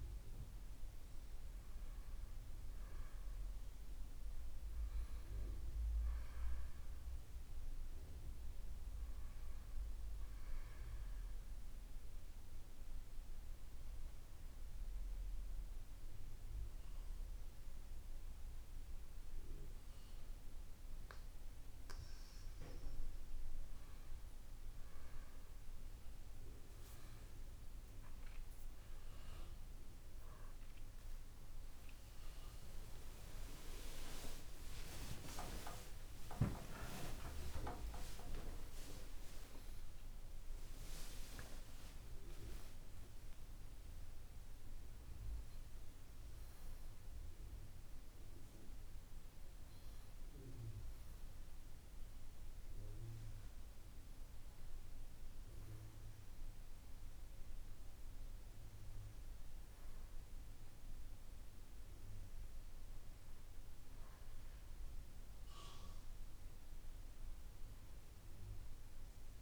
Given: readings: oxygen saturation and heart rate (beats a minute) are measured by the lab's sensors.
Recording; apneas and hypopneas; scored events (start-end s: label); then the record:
a person partly awake in a sleep study, by a room microphone; none
28.50-58.50 s: new sleep stage, N1 (lightest sleep)
58.50-69.42 s: new sleep stage, N2 (light sleep)
From the record:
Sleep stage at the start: awake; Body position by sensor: on the back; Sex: male